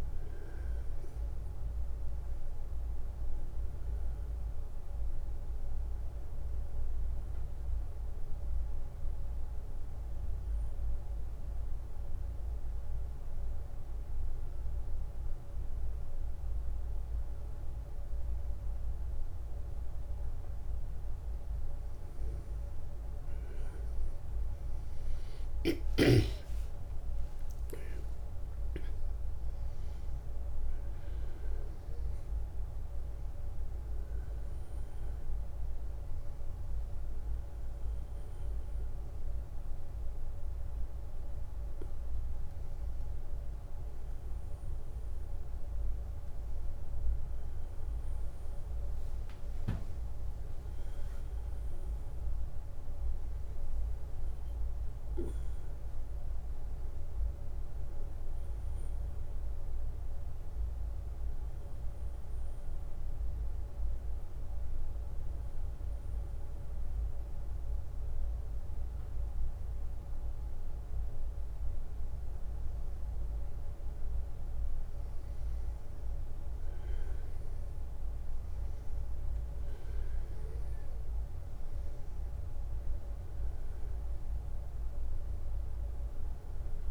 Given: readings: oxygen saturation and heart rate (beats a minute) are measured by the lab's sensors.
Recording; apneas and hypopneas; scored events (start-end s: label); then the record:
breathing in sleep, hard to hear, by a room microphone; 2
8.50-20.00 s: obstructive apnea (oxygen 97% before, 92% lowest, heart rate 65 before, 60 extreme, up 16 after)
23.00-27.50 s: arousal
28.00-47.00 s: oxygen desaturation (device-marked, oxygen 96% before, 92% lowest, heart rate 64 before, 60 extreme)
50.00-54.50 s: arousal
63.00-74.00 s: obstructive apnea (oxygen 97% before, 93% lowest, heart rate 65 before, 61 extreme, up 5 after)
76.50-81.00 s: arousal
77.00-86.91 s: oxygen desaturation (device-marked, oxygen 96% before, 93% lowest, heart rate 63 before, 60 extreme)
From the record:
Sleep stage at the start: N1 (lightest sleep); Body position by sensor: on the back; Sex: male